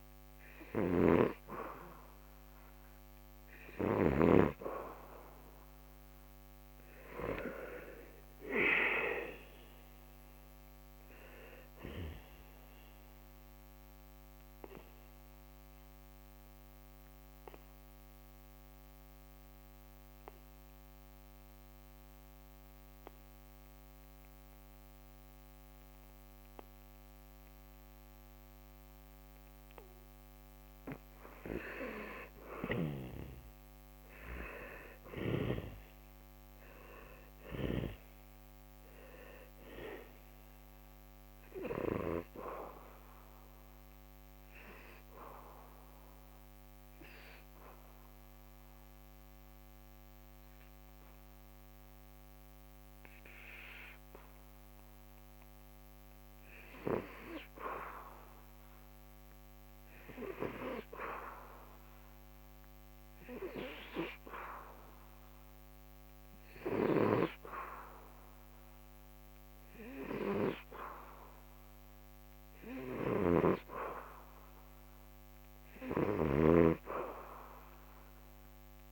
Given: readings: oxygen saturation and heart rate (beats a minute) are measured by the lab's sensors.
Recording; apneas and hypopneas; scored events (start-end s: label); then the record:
breathing in sleep by a microphone on the trachea; 2
4.50-17.50 s: oxygen desaturation (device-marked, oxygen 94% before, 90% lowest, heart rate 75 before, 74 extreme)
5.50-9.00 s: arousal
12.50-30.00 s: obstructive apnea (oxygen 94% before, 86% lowest, heart rate 75 before, 74 extreme, up 3 after)
32.50-36.00 s: arousal
35.50-55.50 s: oxygen desaturation (device-marked, oxygen 98% before, 86% lowest, heart rate 76 before, 72 extreme)
43.50-58.00 s: obstructive apnea (oxygen 98% before, 86% lowest, heart rate 77 before, 71 extreme, up 1 after)
60.50-64.50 s: arousal
66.50-77.50 s: oxygen desaturation (device-marked, oxygen 98% before, 91% lowest, heart rate 76 before, 71 extreme)
From the record:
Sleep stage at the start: N2 (light sleep); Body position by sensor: on the back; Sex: male